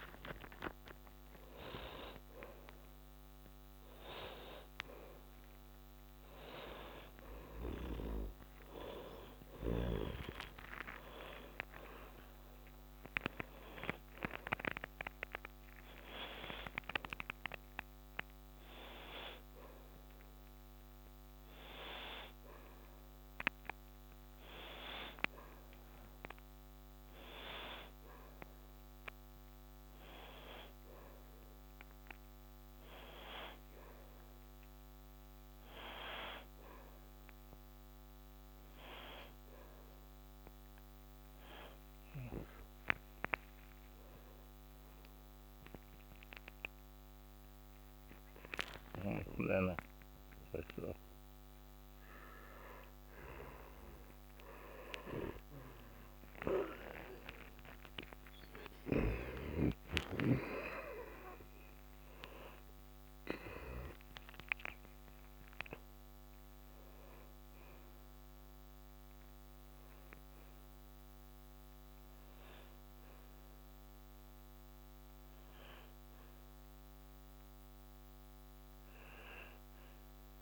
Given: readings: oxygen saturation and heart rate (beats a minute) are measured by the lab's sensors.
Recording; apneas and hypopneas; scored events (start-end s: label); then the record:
a person partly awake in a sleep study, by a microphone on the trachea; none
6.50-19.50 s: oxygen desaturation (device-marked, oxygen 98% before, 94% lowest, heart rate 107 before, 47 extreme)
34.50-64.50 s: new sleep stage, N1 (lightest sleep)
64.50-80.42 s: new sleep stage, N2 (light sleep)
From the record:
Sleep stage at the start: awake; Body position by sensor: on the back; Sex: male